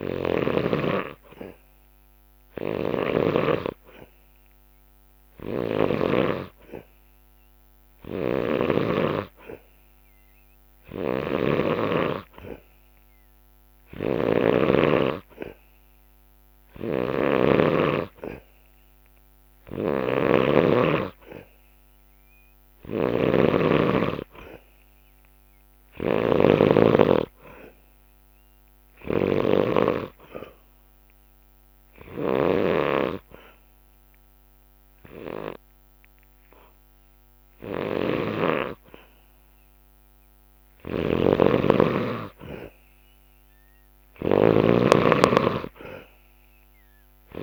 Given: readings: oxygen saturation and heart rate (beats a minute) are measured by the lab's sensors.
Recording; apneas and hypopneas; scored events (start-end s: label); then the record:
breathing in sleep by a microphone on the trachea; none
5.00-8.50 s: snoring (device-marked)
10.50-47.43 s: snoring (device-marked)
From the record:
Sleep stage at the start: N2 (light sleep); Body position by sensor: on the back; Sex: male